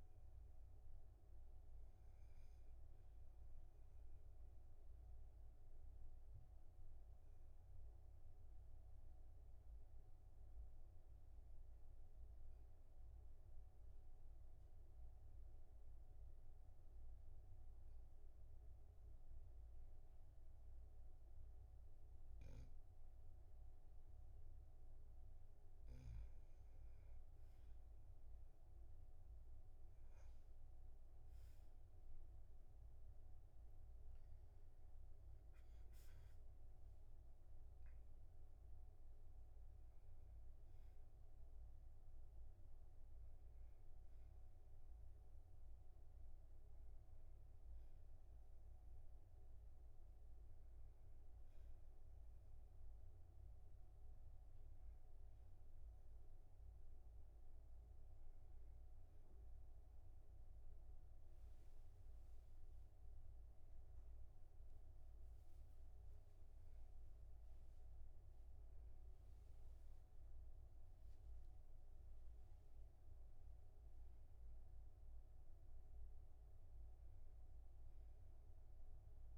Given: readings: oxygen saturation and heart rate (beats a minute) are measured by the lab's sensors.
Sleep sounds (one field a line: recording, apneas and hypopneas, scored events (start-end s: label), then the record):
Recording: breathing in sleep, hard to hear, by a room microphone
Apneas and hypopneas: 1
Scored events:
5.50-25.00 s: obstructive apnea (oxygen 98% before, 96% lowest, heart rate 50 before, 44 extreme, up 4 after)
34.00-37.50 s: arousal
46.00-79.38 s: new sleep stage, N1 (lightest sleep)
From the record:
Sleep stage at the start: N2 (light sleep)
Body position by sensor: on the back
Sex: male